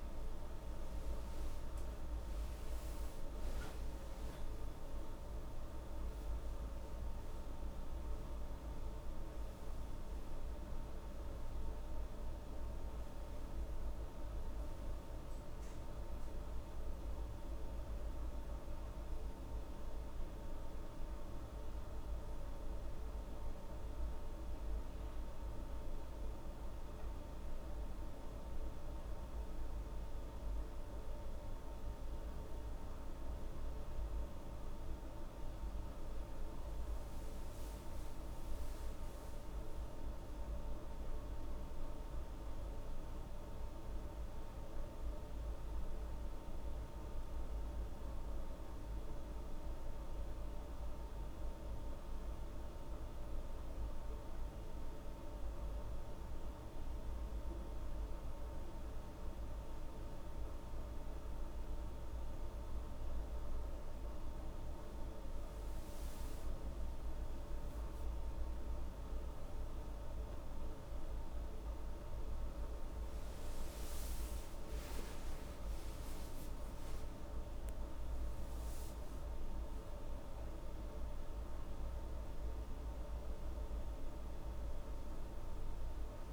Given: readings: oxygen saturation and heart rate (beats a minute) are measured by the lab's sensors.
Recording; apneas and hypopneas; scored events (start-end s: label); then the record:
a person awake in a sleep study, hard to hear, by a room microphone; none
none scored
From the record:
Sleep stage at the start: awake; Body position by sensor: on the back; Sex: female